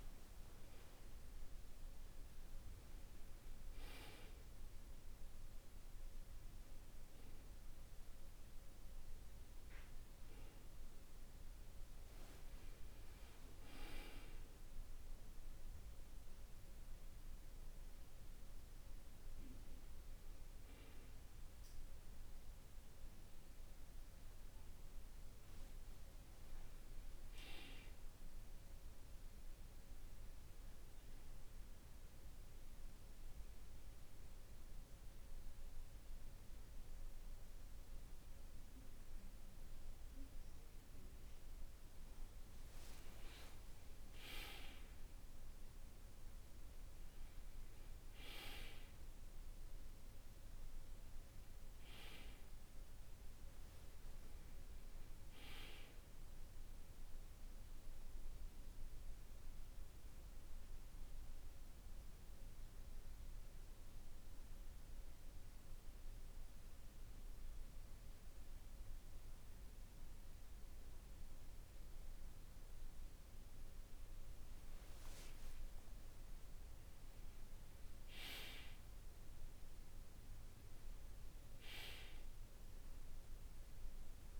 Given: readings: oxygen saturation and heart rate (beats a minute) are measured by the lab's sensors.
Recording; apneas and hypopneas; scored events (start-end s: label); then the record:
breathing in sleep by a room microphone; 2
29.00-41.00 s: hypopnea (oxygen 97% before, 94% lowest, heart rate 50 before, 48 extreme, up 4 after)
42.00-46.50 s: arousal
54.00-84.40 s: new sleep stage, N2 (light sleep)
60.00-73.00 s: obstructive apnea (oxygen 96% before, 93% lowest, heart rate 54 before, 48 extreme, up 11 after)
74.50-78.50 s: arousal
From the record:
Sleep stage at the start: N1 (lightest sleep); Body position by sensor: on the back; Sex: male